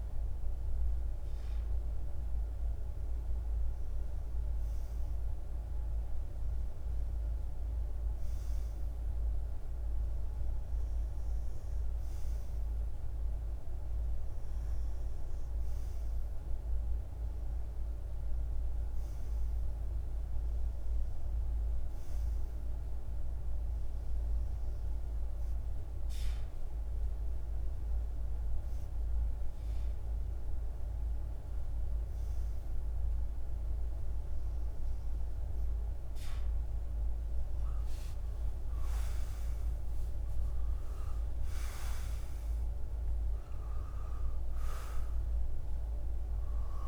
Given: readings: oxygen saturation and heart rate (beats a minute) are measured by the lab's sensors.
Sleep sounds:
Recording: breathing in sleep, hard to hear, by a room microphone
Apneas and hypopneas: none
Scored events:
36.50-41.00 s: arousal
From the record:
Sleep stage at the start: REM sleep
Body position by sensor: on the back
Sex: male

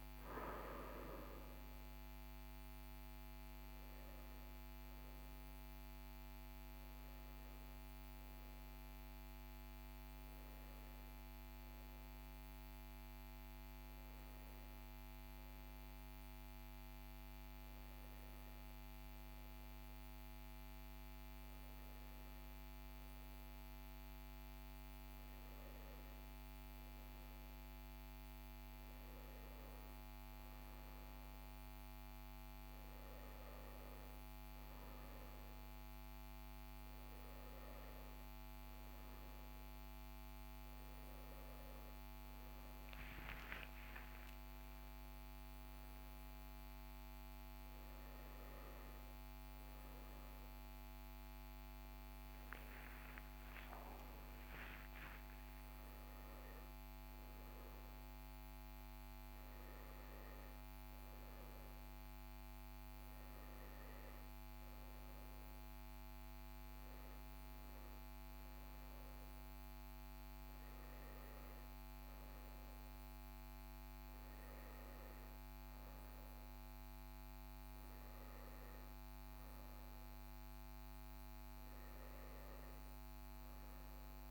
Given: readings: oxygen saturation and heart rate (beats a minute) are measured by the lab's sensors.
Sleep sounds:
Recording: breathing in sleep, hard to hear, by a microphone on the trachea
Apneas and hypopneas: none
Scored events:
49.50-55.00 s: arousal
From the record:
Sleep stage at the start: N1 (lightest sleep)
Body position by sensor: on the right side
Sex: male

